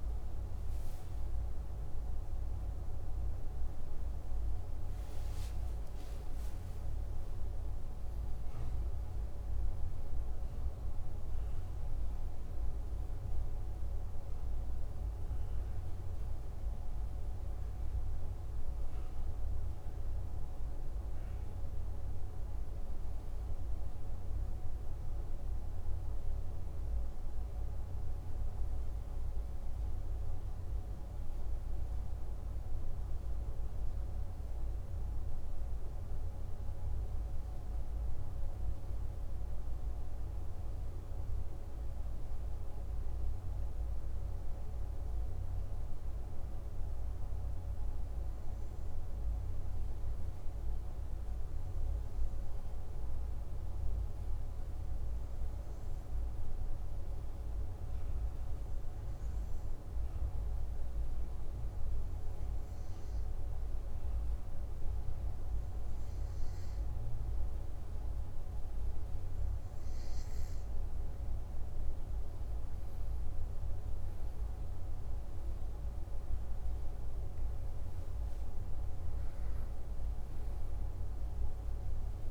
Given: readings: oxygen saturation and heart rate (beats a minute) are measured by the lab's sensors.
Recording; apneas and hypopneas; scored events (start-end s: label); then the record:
breathing in sleep, hard to hear, by a room microphone; 1
0.50-5.50 s: arousal
39.00-71.00 s: hypopnea (oxygen 98% before, 94% lowest, heart rate 53 before, 47 extreme, up 9 after)
72.50-77.50 s: arousal
From the record:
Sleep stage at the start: N2 (light sleep); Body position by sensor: on the back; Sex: male